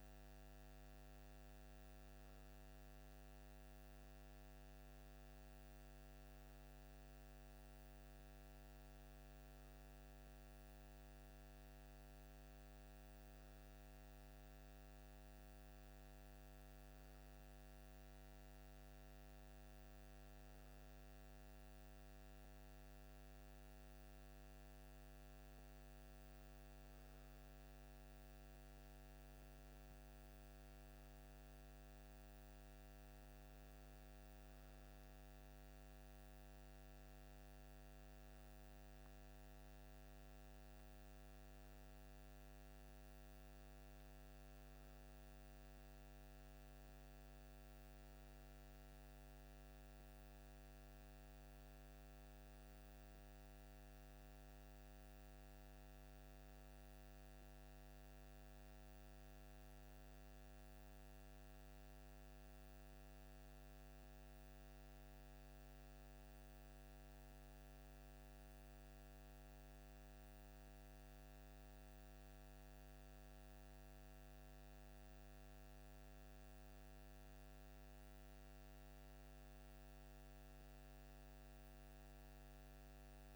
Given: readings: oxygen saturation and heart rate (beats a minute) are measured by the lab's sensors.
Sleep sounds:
breathing in sleep, hard to hear, by a microphone on the trachea; none
none scored
From the record:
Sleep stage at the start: REM sleep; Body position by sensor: on the left side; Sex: male

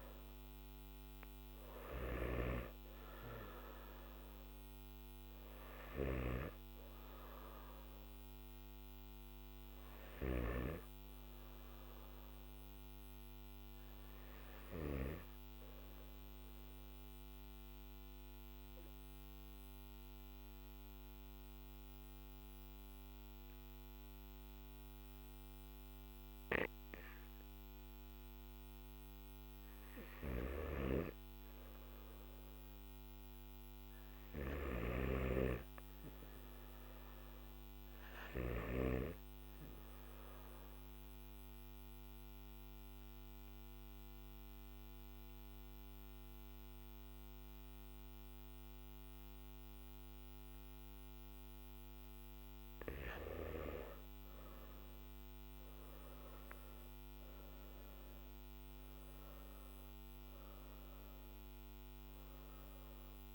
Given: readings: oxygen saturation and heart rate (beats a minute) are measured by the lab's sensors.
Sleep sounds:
breathing in sleep by a microphone on the trachea; 2
14.00-28.00 s: obstructive apnea (oxygen 96% before, 94% lowest, heart rate 52 before, 48 extreme, up 5 after)
38.00-52.00 s: obstructive apnea (oxygen 99% before, 94% lowest, heart rate 51 before, 48 extreme, up 12 after)
42.00-53.00 s: oxygen desaturation (device-marked, oxygen 98% before, 94% lowest, heart rate 52 before, 48 extreme)
From the record:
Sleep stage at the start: N1 (lightest sleep); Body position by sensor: on the back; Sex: male

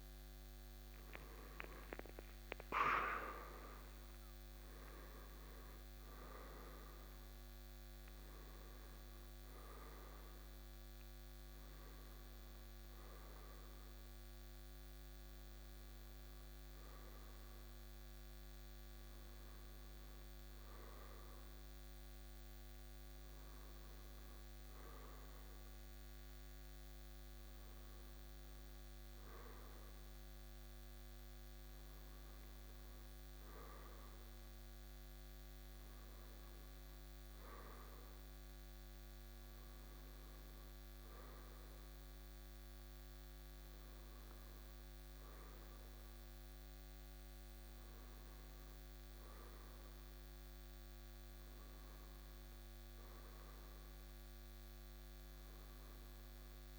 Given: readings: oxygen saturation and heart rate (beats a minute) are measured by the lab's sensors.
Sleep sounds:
breathing in sleep, hard to hear, by a microphone on the trachea; none
0.00-5.00 s: arousal
From the record:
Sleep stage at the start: N2 (light sleep); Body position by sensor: on the right side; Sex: male

